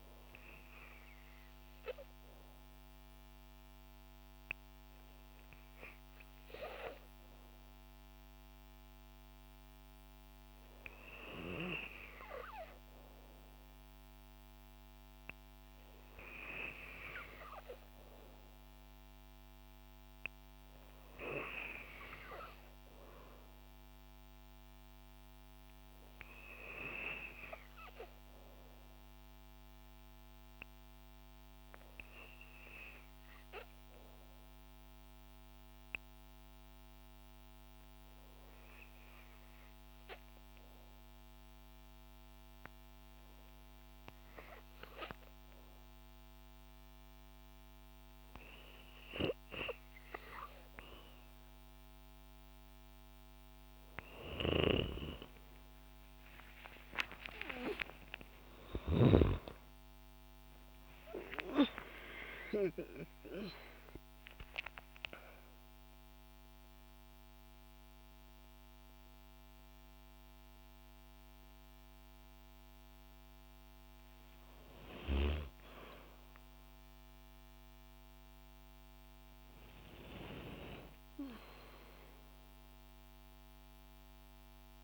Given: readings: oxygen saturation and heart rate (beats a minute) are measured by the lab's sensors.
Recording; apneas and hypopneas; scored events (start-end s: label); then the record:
breathing in sleep by a microphone on the trachea; 1
34.00-46.50 s: obstructive apnea (oxygen 94% before, 92% lowest, heart rate 59 before, 59 extreme, up 3 after)
43.00-84.84 s: new sleep stage, N2 (light sleep)
54.50-60.50 s: arousal
From the record:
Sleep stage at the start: N3 (deep sleep); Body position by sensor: on the back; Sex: female